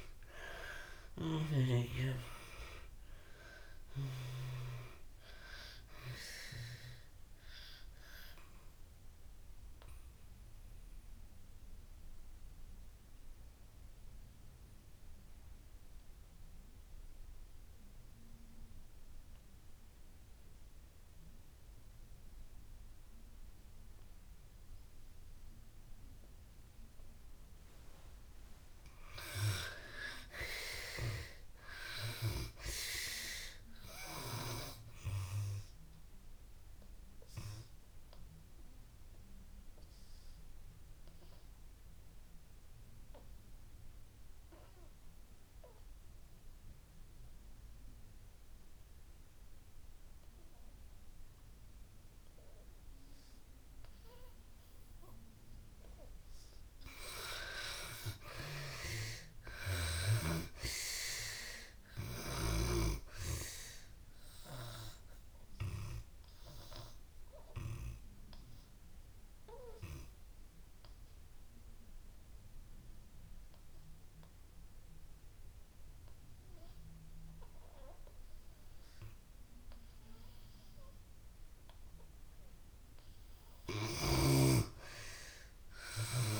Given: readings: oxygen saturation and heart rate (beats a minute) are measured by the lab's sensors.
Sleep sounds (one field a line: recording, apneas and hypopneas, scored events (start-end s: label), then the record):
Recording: breathing in sleep by a room microphone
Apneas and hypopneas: 3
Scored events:
0.00-1.00 s: arousal
0.00-26.00 s: oxygen desaturation (device-marked, oxygen 68% lowest)
7.00-27.50 s: obstructive apnea (oxygen 97% before, 68% lowest)
29.50-32.50 s: arousal
30.00-55.00 s: oxygen desaturation (device-marked, oxygen 97% before, 76% lowest)
36.50-55.00 s: obstructive apnea (oxygen 97% before, 76% lowest)
57.00-60.50 s: arousal
57.00-82.00 s: oxygen desaturation (device-marked, oxygen 95% before, 76% lowest)
64.00-81.00 s: obstructive apnea (oxygen 95% before, 74% lowest)
84.50-86.40 s: arousal
From the record:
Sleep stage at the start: N2 (light sleep)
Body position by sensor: on the back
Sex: female